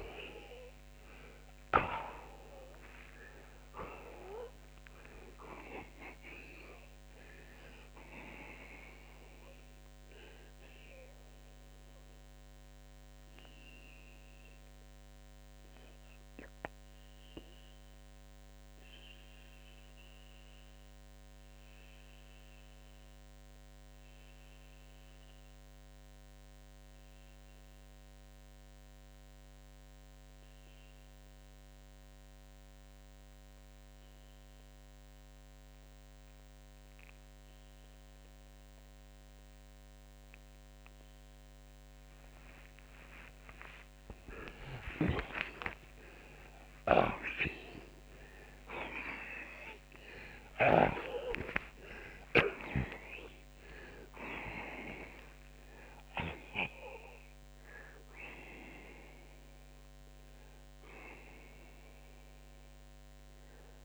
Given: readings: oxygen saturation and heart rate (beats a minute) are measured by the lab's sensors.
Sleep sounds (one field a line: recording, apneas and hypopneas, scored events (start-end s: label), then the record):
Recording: breathing in sleep by a microphone on the trachea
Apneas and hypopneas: 1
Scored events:
0.00-1.00 s: arousal
7.50-39.50 s: oxygen desaturation (device-marked, oxygen 94% before, 82% lowest)
12.50-42.00 s: mixed apnea (oxygen 94% before, 77% lowest)
44.00-48.00 s: arousal
44.50-50.50 s: snoring (device-marked)
52.50-63.85 s: oxygen desaturation (device-marked, oxygen 93% before, 77% lowest)
From the record:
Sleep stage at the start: N2 (light sleep)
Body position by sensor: on the back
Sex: male